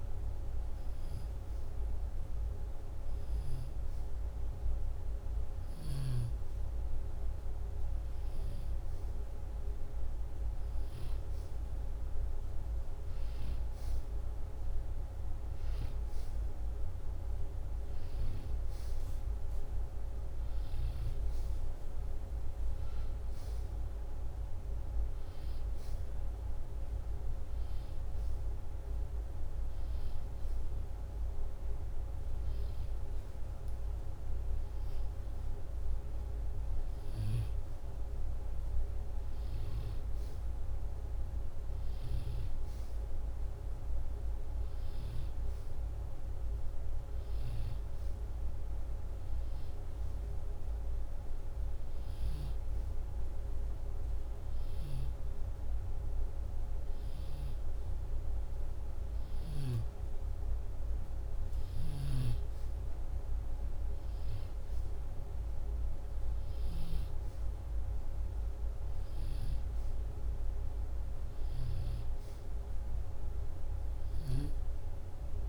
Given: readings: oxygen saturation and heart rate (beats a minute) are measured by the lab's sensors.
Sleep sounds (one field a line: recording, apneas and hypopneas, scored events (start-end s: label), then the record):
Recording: breathing in sleep, hard to hear, by a room microphone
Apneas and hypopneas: none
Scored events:
none scored
From the record:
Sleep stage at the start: N2 (light sleep)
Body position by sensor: upright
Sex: male